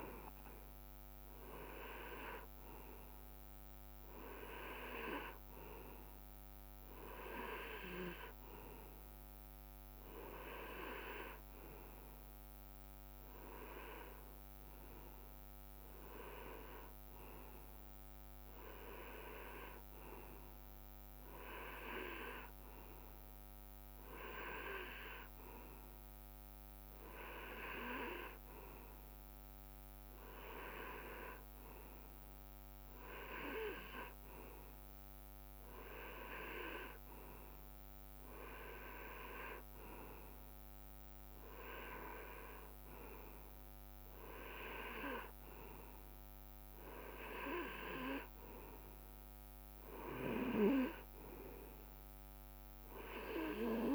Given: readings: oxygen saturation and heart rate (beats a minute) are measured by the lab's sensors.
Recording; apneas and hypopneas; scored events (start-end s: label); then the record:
breathing in sleep by a microphone on the trachea; none
none scored
From the record:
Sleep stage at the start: N2 (light sleep); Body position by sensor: on the right side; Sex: male